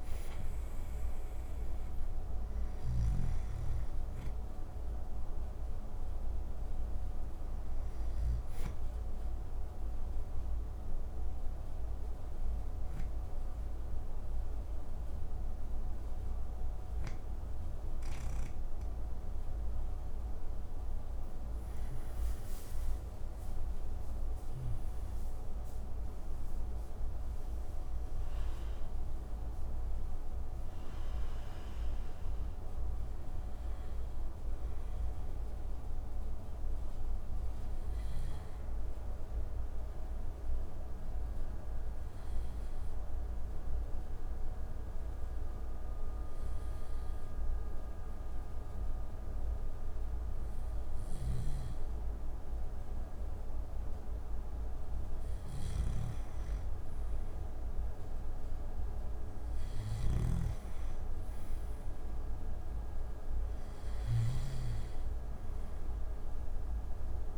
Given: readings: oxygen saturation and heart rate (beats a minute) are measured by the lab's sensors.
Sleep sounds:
breathing in sleep, hard to hear, by a room microphone; 2
0.00-2.50 s: arousal
8.00-20.00 s: hypopnea (oxygen 96% before, 93% lowest)
22.00-26.00 s: arousal
39.00-53.50 s: obstructive apnea (oxygen 96% before, 93% lowest)
54.50-63.50 s: snoring (device-marked)
56.00-59.50 s: arousal
From the record:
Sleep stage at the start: N2 (light sleep); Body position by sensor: on the back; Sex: male

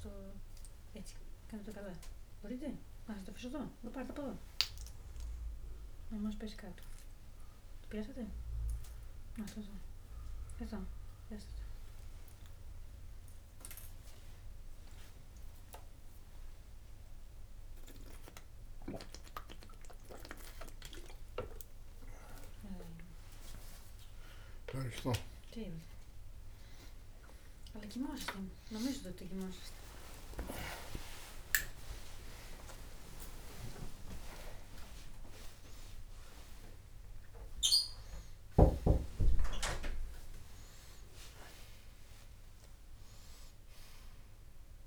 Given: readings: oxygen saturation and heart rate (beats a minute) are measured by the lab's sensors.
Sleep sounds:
a person awake in a sleep study, by a room microphone; none
none scored
From the record:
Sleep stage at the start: awake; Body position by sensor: on the right side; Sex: male

